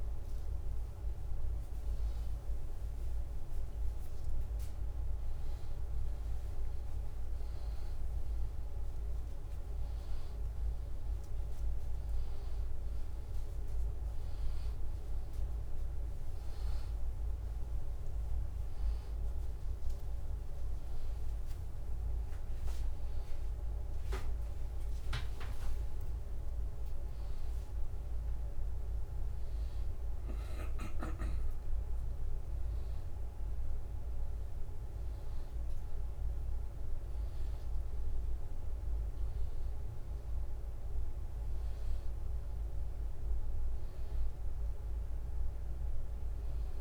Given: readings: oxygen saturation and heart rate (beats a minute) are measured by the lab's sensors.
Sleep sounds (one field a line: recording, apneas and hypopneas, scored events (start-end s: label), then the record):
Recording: a person awake in a sleep study, hard to hear, by a room microphone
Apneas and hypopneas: none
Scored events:
0.00-1.00 s: tachycardia (device-marked, heart rate 103 extreme)
0.00-4.00 s: drop in pulse transit time (device-marked, heart rate 93 extreme)
9.00-15.00 s: tachycardia (device-marked, heart rate 91 before, 109 extreme)
11.00-13.00 s: long interval between heartbeats (device-marked, heart rate 95 before, 100 extreme)
17.00-28.00 s: drop in pulse transit time (device-marked, heart rate 99 before, 91 extreme)
42.00-46.81 s: oxygen desaturation (device-marked, oxygen 93% before, 90% lowest, heart rate 92 before, 83 extreme)
From the record:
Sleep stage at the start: awake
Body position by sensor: upright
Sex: male